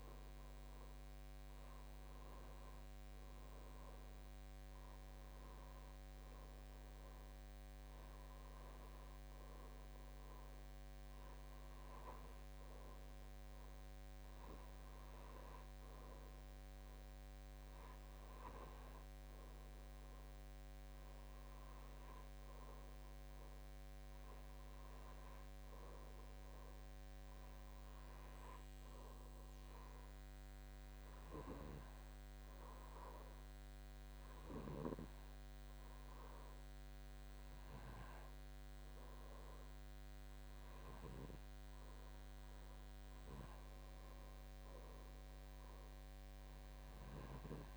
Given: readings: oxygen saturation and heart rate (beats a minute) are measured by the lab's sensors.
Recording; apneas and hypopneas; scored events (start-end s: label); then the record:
breathing in sleep by a microphone on the trachea; none
none scored
From the record:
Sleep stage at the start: N2 (light sleep); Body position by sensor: on the back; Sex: male